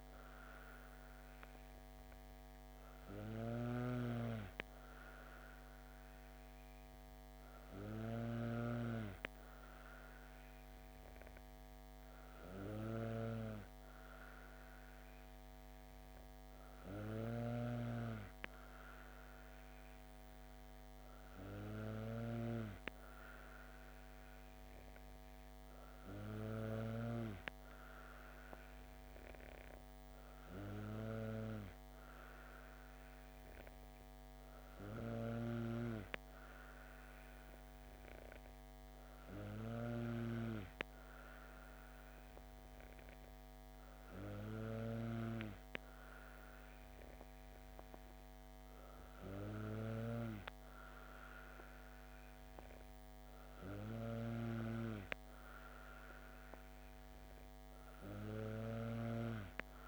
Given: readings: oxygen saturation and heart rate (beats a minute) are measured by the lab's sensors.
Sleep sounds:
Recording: breathing in sleep by a microphone on the trachea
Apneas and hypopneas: none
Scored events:
0.00-27.00 s: snoring (device-marked)
34.50-59.88 s: snoring (device-marked)
From the record:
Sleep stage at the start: N2 (light sleep)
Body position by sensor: on the back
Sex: female

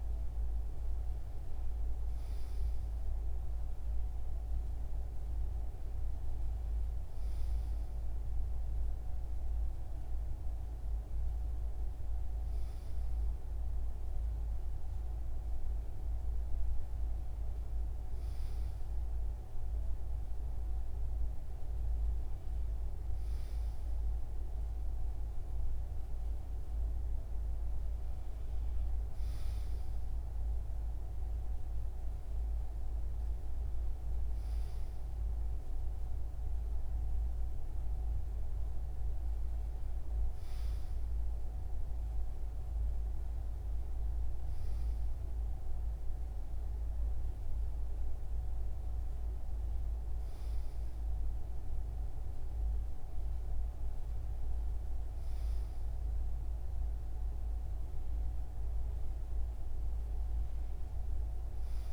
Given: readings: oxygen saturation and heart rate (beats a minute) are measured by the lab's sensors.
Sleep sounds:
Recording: breathing in sleep, hard to hear, by a room microphone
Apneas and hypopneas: none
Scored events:
none scored
From the record:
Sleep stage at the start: N2 (light sleep)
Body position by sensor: on the right side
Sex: male

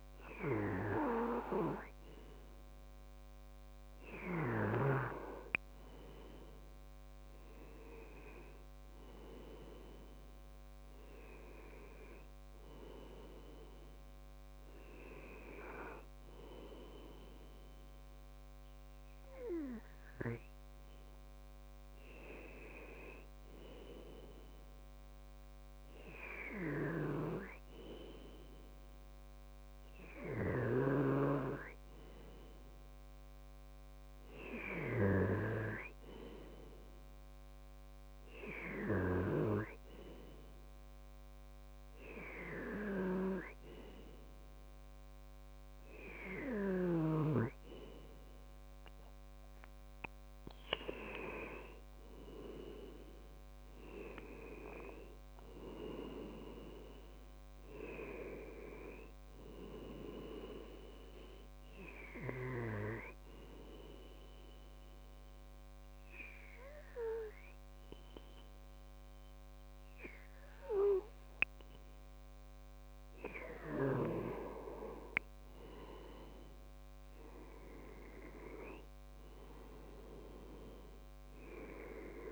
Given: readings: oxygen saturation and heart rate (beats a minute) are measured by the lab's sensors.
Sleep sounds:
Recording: breathing in sleep by a microphone on the trachea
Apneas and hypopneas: 1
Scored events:
56.00-59.50 s: arousal
63.50-74.00 s: obstructive apnea (oxygen 97% before, 93% lowest, heart rate 69 before, 64 extreme, up 6 after)
78.00-81.50 s: arousal
From the record:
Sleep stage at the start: N2 (light sleep)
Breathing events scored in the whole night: 341 in 4.3 hours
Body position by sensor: on the left side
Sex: male

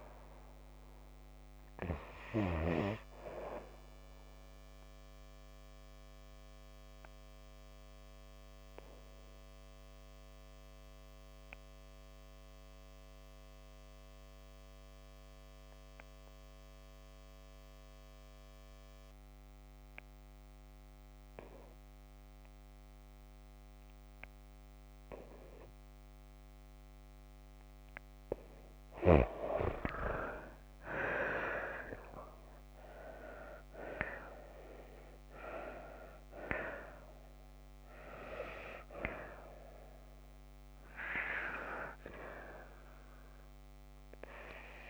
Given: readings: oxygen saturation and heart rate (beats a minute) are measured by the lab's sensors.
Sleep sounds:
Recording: breathing in sleep by a microphone on the trachea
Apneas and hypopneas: 1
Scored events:
4.00-27.00 s: obstructive apnea (oxygen 95% before, 89% lowest)
28.50-34.50 s: oxygen desaturation (device-marked, oxygen 97% before, 92% lowest, heart rate 30 before, 29 extreme)
30.00-33.50 s: arousal
From the record:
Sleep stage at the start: N2 (light sleep)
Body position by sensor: on the back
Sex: female

